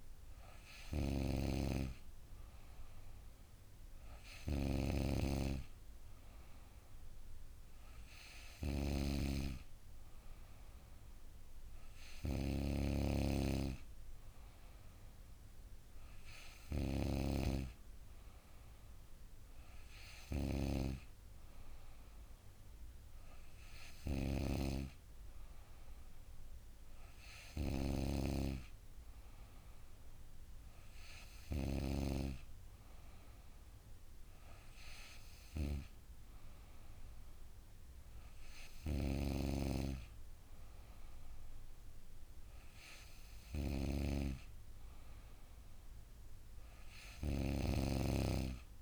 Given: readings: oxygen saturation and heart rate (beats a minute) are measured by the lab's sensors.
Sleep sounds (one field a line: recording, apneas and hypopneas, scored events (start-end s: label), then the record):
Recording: breathing in sleep by a room microphone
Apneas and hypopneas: none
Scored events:
22.00-48.82 s: new sleep stage, N3 (deep sleep)
From the record:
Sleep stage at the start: N2 (light sleep)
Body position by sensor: on the back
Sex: female